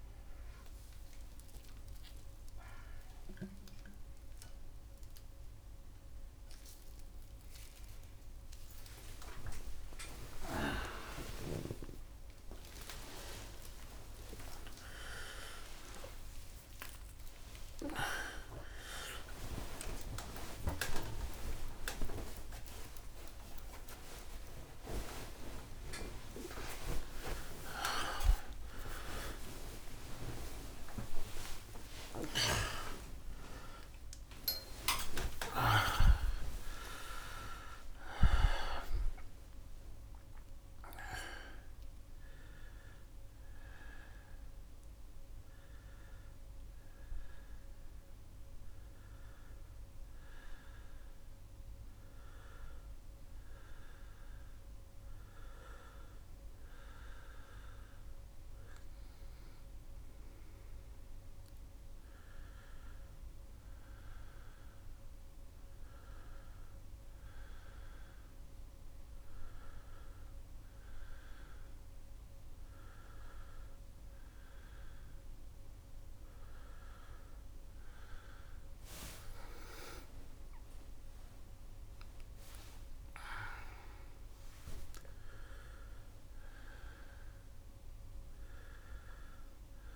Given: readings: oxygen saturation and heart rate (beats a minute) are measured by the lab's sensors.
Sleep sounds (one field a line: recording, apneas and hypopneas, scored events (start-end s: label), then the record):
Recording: a person awake in a sleep study, by a room microphone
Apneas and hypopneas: 2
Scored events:
0.50-2.50 s: long interval between heartbeats (device-marked, heart rate 108 before, 94 extreme)
2.50-4.50 s: long interval between heartbeats (device-marked, heart rate 106 before, 109 extreme)
5.50-7.50 s: long interval between heartbeats (device-marked, heart rate 107 before, 131 extreme)
8.00-10.00 s: long interval between heartbeats (device-marked, heart rate 111 before, 130 extreme)
10.50-12.50 s: long interval between heartbeats (device-marked, heart rate 113 before, 120 extreme)
13.00-15.00 s: long interval between heartbeats (device-marked, heart rate 112 before, 136 extreme)
15.50-17.50 s: long interval between heartbeats (device-marked, heart rate 115 before, 154 extreme)
19.00-21.00 s: long interval between heartbeats (device-marked, heart rate 128 before, 131 extreme)
22.00-26.00 s: bradycardia (device-marked, heart rate 101 before, 48 extreme)
23.00-25.00 s: long interval between heartbeats (device-marked, heart rate 133 before, 82 extreme)
26.00-28.00 s: long interval between heartbeats (device-marked, heart rate 126 before, 48 extreme)
27.50-32.00 s: snoring (device-marked)
30.50-32.50 s: long interval between heartbeats (device-marked, heart rate 110 before, 81 extreme)
32.50-34.50 s: long interval between heartbeats (device-marked, heart rate 107 before, 102 extreme)
36.00-38.00 s: long interval between heartbeats (device-marked, heart rate 101 before, 137 extreme)
44.00-56.50 s: central apnea (oxygen 96% before, 93% lowest, heart rate 108 before, 72 extreme, up 0 after)
49.00-89.96 s: new sleep stage, N1 (lightest sleep)
58.50-62.50 s: arousal
66.00-78.00 s: hypopnea (oxygen 97% before, 93% lowest, heart rate 77 before, 72 extreme, up 17 after)
79.50-84.50 s: arousal
82.00-84.00 s: long interval between heartbeats (device-marked, heart rate 74 before, 85 extreme)
From the record:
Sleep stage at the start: awake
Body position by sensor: on the back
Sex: male